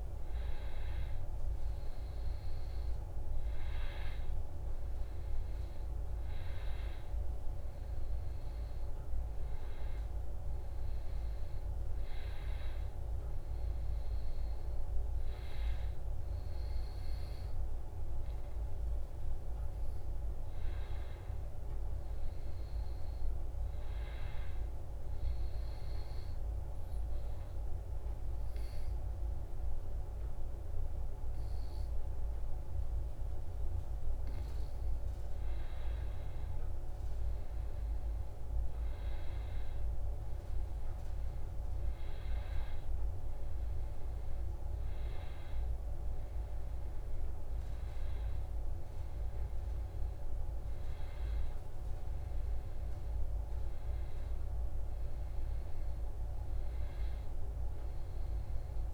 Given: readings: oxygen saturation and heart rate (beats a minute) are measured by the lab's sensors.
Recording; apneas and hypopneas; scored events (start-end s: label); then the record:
breathing in sleep, hard to hear, by a room microphone; 1
25.50-35.50 s: obstructive apnea (oxygen 96% before, 93% lowest, heart rate 71 before, 65 extreme, up 7 after)
37.00-41.00 s: arousal
From the record:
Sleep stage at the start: N2 (light sleep); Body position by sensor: on the back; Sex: male